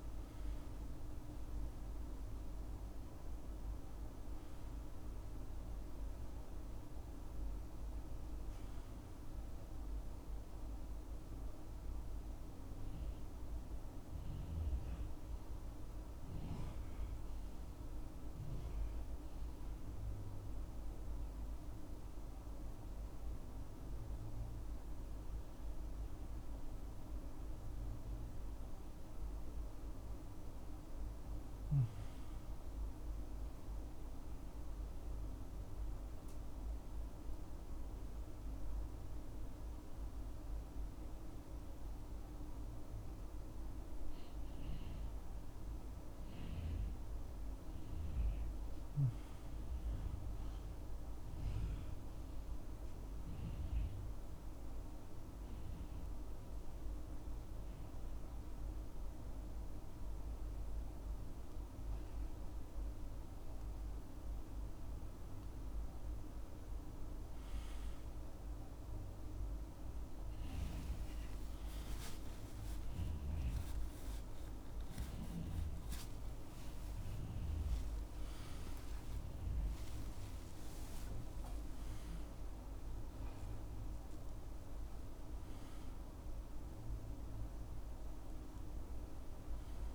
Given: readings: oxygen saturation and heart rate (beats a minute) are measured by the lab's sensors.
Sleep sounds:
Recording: breathing in sleep, hard to hear, by a room microphone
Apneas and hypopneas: 2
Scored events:
0.00-6.50 s: oxygen desaturation (device-marked, oxygen 85% lowest, heart rate 67 extreme)
30.00-34.00 s: arousal
31.50-53.50 s: oxygen desaturation (device-marked, oxygen 98% before, 94% lowest, heart rate 70 before, 64 extreme)
36.50-46.50 s: central apnea (oxygen 99% before, 90% lowest, heart rate 69 before, 65 extreme, up 6 after)
48.00-50.50 s: arousal
53.00-65.50 s: central apnea (oxygen 98% before, 90% lowest, heart rate 68 before, 67 extreme, up 4 after)
71.00-76.50 s: arousal
74.50-89.95 s: oxygen desaturation (device-marked, oxygen 95% before, 90% lowest, heart rate 69 before, 66 extreme)
From the record:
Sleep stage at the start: N2 (light sleep)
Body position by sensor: on the back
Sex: male

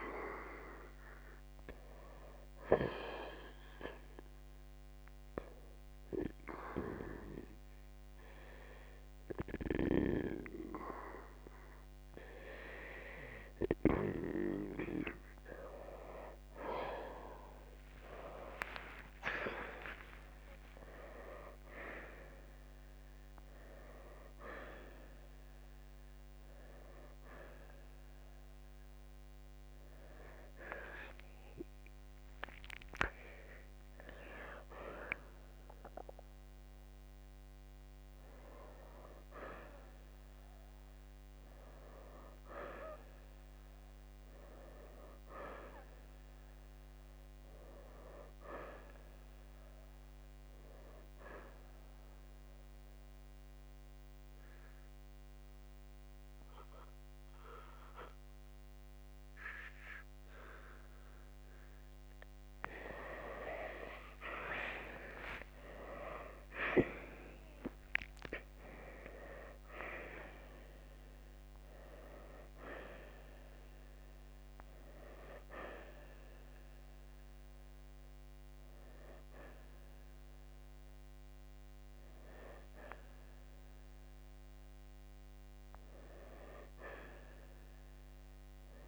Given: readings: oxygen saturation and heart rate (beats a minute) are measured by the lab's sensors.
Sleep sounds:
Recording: breathing in sleep by a microphone on the trachea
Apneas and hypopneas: 1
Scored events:
7.00-20.00 s: oxygen desaturation (device-marked, oxygen 91% before, 88% lowest, heart rate 62 before, 59 extreme)
18.50-23.00 s: arousal
52.00-63.00 s: mixed apnea (oxygen 93% before, 84% lowest, heart rate 67 before, 56 extreme, up 6 after)
57.00-69.00 s: oxygen desaturation (device-marked, oxygen 93% before, 90% lowest, heart rate 67 before, 56 extreme)
64.50-69.50 s: arousal
78.00-88.88 s: new sleep stage, N1 (lightest sleep)
84.00-88.88 s: oxygen desaturation (device-marked, oxygen 91% before, 84% lowest, heart rate 65 before, 59 extreme)
From the record:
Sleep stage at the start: N2 (light sleep)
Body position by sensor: on the right side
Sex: male

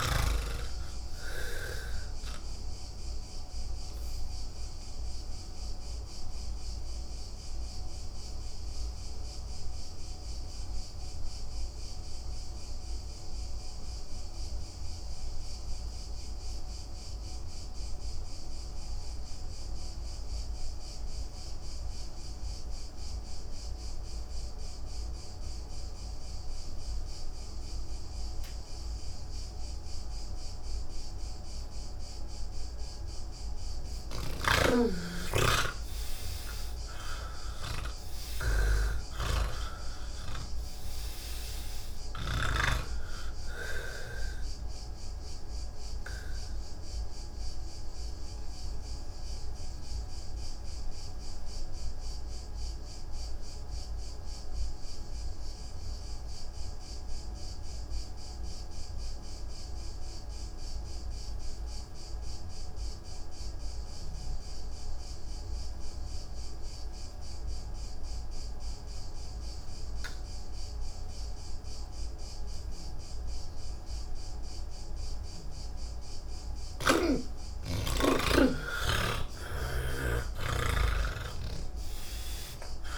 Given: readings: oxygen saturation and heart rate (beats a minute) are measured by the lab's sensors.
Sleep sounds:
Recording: breathing in sleep by a room microphone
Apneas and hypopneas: 2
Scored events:
0.00-15.50 s: oxygen desaturation (device-marked, oxygen 79% lowest)
3.50-32.50 s: obstructive apnea (oxygen 99% before, 79% lowest)
30.50-60.50 s: oxygen desaturation (device-marked, oxygen 98% before, 79% lowest)
34.00-43.00 s: snoring (device-marked)
44.50-75.00 s: obstructive apnea (oxygen 98% before, 77% lowest, heart rate 83 before, 49 extreme, up 50 after)
66.50-82.98 s: oxygen desaturation (device-marked, oxygen 98% before, 77% lowest, heart rate 83 before, 56 extreme)
70.50-82.98 s: new sleep stage, N2 (light sleep)
81.50-82.98 s: snoring (device-marked)
From the record:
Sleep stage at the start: N1 (lightest sleep)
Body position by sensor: on the back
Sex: male

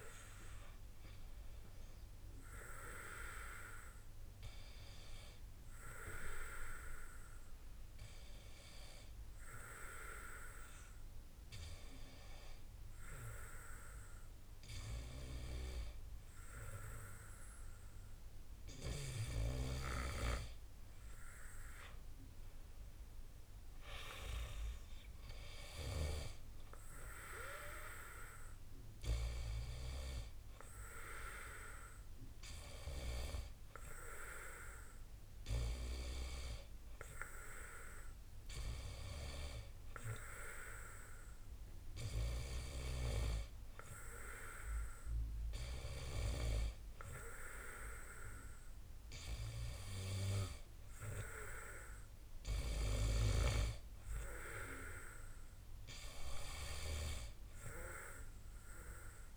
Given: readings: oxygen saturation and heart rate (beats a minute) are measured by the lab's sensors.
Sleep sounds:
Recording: breathing in sleep by a room microphone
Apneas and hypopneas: 1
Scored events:
0.00-17.00 s: oxygen desaturation (device-marked, oxygen 89% lowest, heart rate 52 extreme)
9.50-20.50 s: hypopnea (oxygen 97% before, 89% lowest, heart rate 59 before, 52 extreme, up 12 after)
22.00-25.00 s: arousal
From the record:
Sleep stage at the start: N2 (light sleep)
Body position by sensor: on the back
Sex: male

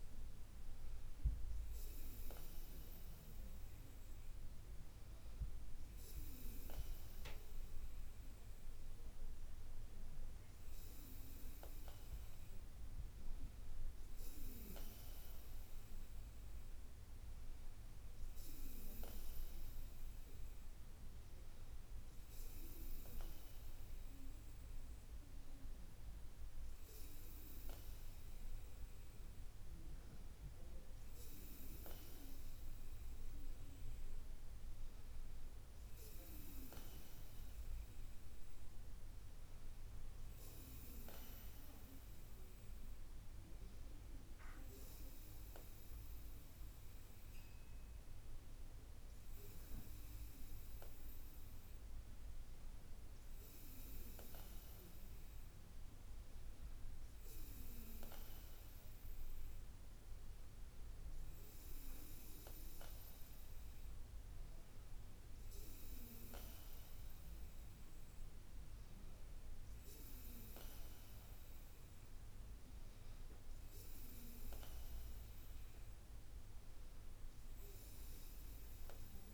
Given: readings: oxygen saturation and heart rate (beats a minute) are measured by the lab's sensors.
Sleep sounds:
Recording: breathing in sleep by a room microphone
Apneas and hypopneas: none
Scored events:
none scored
From the record:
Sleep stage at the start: N2 (light sleep)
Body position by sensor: on the back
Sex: female

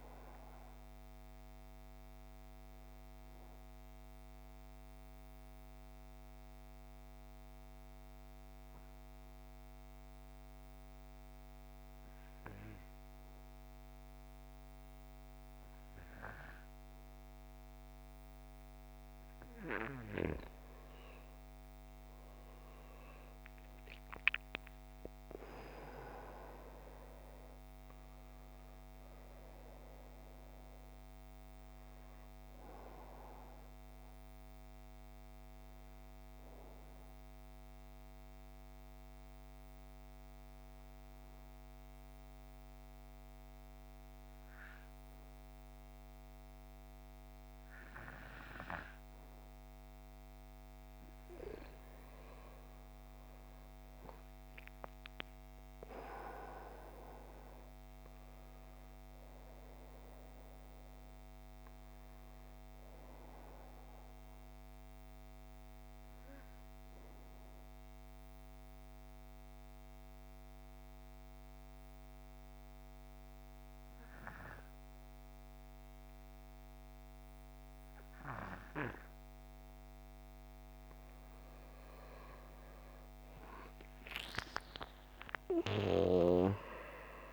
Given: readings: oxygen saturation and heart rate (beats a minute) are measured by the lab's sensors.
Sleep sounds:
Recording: breathing in sleep by a microphone on the trachea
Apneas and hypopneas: 3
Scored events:
0.00-17.00 s: oxygen desaturation (device-marked, oxygen 98% before, 92% lowest, heart rate 62 before, 54 extreme)
3.50-20.00 s: mixed apnea (oxygen 98% before, 91% lowest, heart rate 64 before, 54 extreme, up 15 after)
22.50-26.50 s: arousal
27.00-48.00 s: oxygen desaturation (device-marked, oxygen 97% before, 91% lowest, heart rate 57 before, 54 extreme)
35.00-49.50 s: obstructive apnea (oxygen 97% before, 91% lowest, heart rate 63 before, 54 extreme, up 13 after)
52.00-56.00 s: arousal
61.00-80.00 s: oxygen desaturation (device-marked, oxygen 97% before, 92% lowest, heart rate 60 before, 54 extreme)
64.00-79.50 s: mixed apnea (oxygen 97% before, 92% lowest, heart rate 62 before, 54 extreme, up 24 after)
From the record:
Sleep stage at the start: N2 (light sleep)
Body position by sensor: on the back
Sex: male

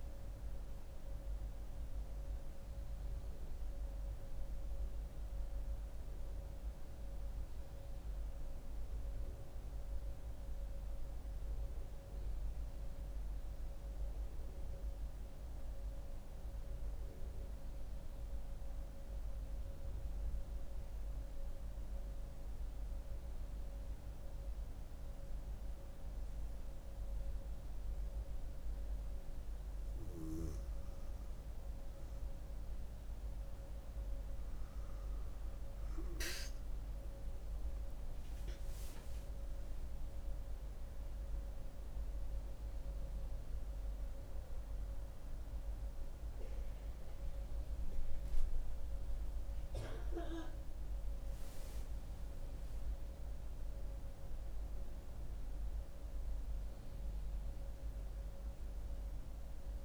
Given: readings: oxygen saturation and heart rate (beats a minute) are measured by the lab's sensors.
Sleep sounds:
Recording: breathing in sleep, hard to hear, by a room microphone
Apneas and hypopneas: 1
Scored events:
0.00-11.00 s: oxygen desaturation (device-marked, oxygen 91% lowest)
10.00-24.50 s: central apnea (oxygen 97% before, 91% lowest)
26.00-30.50 s: arousal
33.00-56.00 s: oxygen desaturation (device-marked, oxygen 97% before, 91% lowest)
57.00-59.85 s: arousal
From the record:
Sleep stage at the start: N2 (light sleep)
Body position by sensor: on the back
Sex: female

